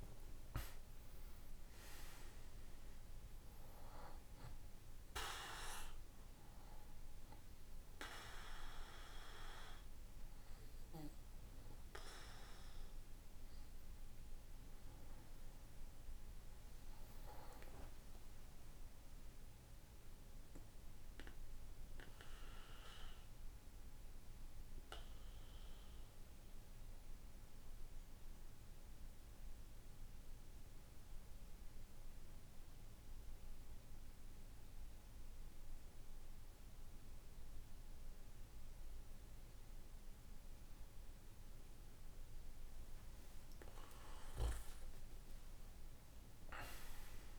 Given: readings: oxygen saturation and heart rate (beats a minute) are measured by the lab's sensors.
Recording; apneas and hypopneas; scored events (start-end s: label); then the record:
breathing in sleep by a room microphone; 1
3.50-22.50 s: oxygen desaturation (device-marked, oxygen 95% before, 89% lowest, heart rate 73 before, 59 extreme)
19.00-42.50 s: obstructive apnea (oxygen 96% before, 89% lowest, heart rate 71 before, 59 extreme, up 16 after)
45.00-47.39 s: arousal
From the record:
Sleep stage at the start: N2 (light sleep); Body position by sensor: on the back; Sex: male